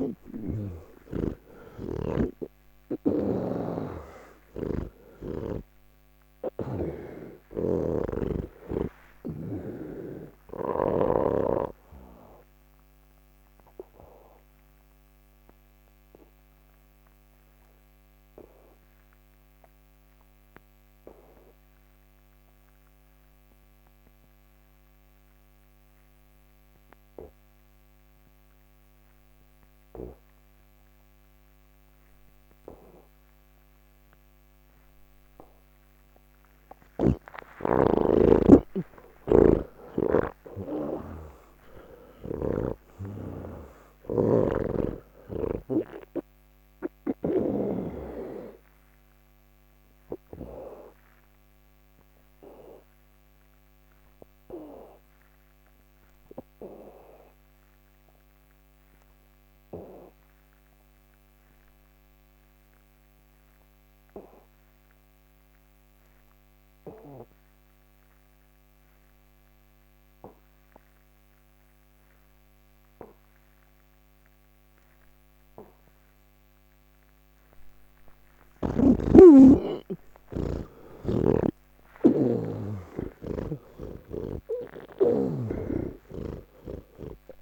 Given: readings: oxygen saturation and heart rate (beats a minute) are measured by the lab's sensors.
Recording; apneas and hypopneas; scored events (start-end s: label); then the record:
breathing in sleep by a microphone on the trachea; 2
0.00-7.00 s: snoring (device-marked)
0.00-29.50 s: oxygen desaturation (device-marked, oxygen 82% lowest, heart rate 151 extreme)
15.50-35.50 s: obstructive apnea (oxygen 98% before, 81% lowest)
25.50-87.42 s: new sleep stage, N2 (light sleep)
31.50-44.50 s: oxygen desaturation (device-marked, oxygen 98% before, 92% lowest, heart rate 198 before, 138 extreme)
39.00-42.50 s: snoring (device-marked)
46.50-65.50 s: oxygen desaturation (device-marked, oxygen 94% before, 83% lowest, heart rate 176 before, 138 extreme)
50.00-74.50 s: obstructive apnea (oxygen 98% before, 79% lowest, heart rate 178 before, 138 extreme, up 25 after)
70.50-87.42 s: oxygen desaturation (device-marked, oxygen 98% before, 79% lowest, heart rate 173 before, 149 extreme)
From the record:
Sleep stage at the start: N1 (lightest sleep); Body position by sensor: on the back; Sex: male